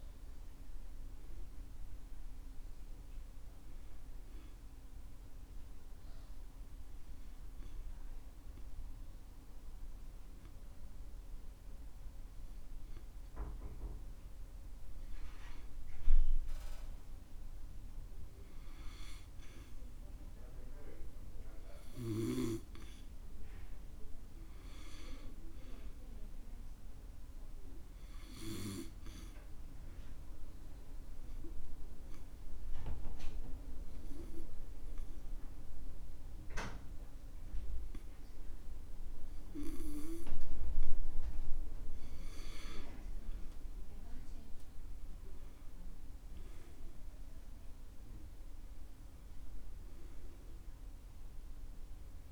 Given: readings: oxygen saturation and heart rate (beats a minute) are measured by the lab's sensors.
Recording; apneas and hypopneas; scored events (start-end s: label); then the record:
breathing in sleep by a room microphone; 2
0.00-21.50 s: oxygen desaturation (device-marked, oxygen 93% lowest, heart rate 65 extreme)
5.50-16.00 s: obstructive apnea (oxygen 100% before, 89% lowest, heart rate 67 before, 65 extreme, up 4 after)
18.00-22.50 s: arousal
29.00-42.00 s: obstructive apnea (oxygen 96% before, 89% lowest, heart rate 68 before, 63 extreme, up 8 after)
43.50-48.00 s: arousal
From the record:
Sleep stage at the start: N2 (light sleep); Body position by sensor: on the back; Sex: male